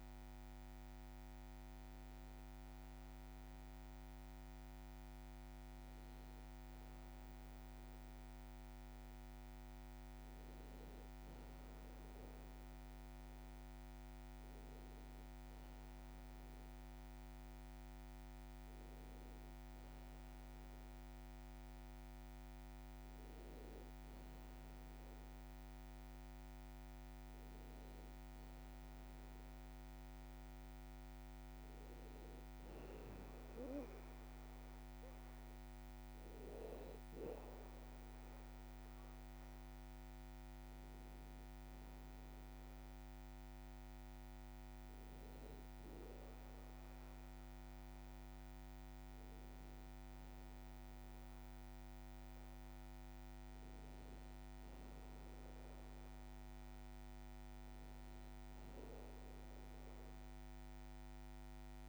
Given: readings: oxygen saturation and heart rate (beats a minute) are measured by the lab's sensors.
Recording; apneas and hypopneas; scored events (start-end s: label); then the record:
breathing in sleep, hard to hear, by a microphone on the trachea; none
none scored
From the record:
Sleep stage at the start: N2 (light sleep); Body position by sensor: on the back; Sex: male